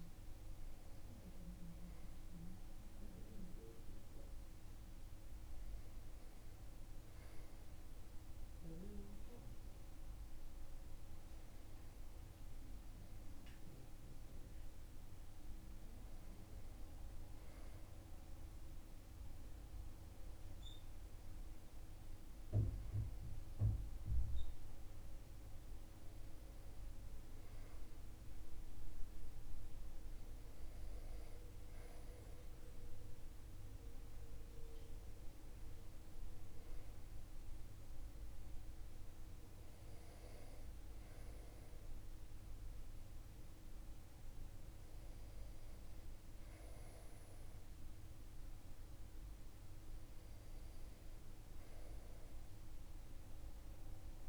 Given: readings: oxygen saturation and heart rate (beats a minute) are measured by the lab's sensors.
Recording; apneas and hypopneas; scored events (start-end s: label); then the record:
breathing in sleep, hard to hear, by a room microphone; none
none scored
From the record:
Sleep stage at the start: REM sleep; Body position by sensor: on the back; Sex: male